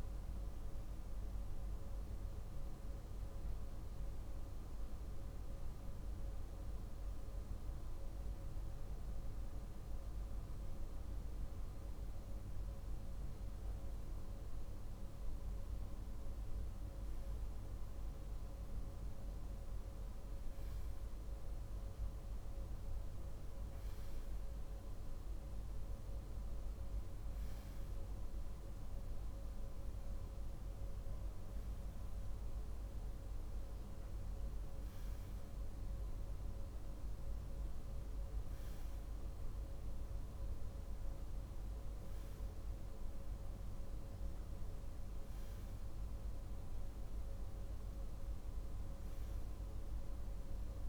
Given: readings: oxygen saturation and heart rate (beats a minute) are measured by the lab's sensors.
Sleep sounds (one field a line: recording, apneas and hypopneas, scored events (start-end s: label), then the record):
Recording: breathing in sleep, hard to hear, by a room microphone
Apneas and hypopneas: none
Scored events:
none scored
From the record:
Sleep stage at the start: REM sleep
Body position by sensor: on the left side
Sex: male